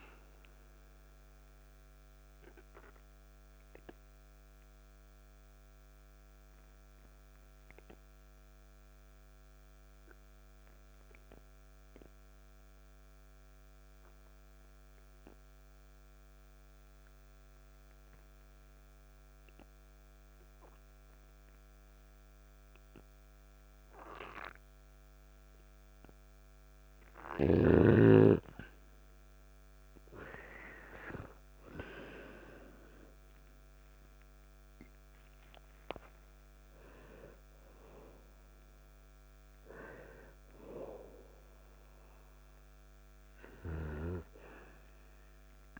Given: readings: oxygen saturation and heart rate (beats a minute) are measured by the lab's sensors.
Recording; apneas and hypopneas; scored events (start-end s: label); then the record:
breathing in sleep by a microphone on the trachea; 1
0.00-19.00 s: oxygen desaturation (device-marked, oxygen 92% lowest, heart rate 49 extreme)
4.50-25.50 s: obstructive apnea (oxygen 98% before, 91% lowest, heart rate 54 before, 49 extreme)
29.50-34.50 s: arousal
32.00-44.00 s: oxygen desaturation (device-marked, oxygen 98% before, 94% lowest, heart rate 54 before, 52 extreme)
From the record:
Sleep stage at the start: N2 (light sleep); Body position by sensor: on the back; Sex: male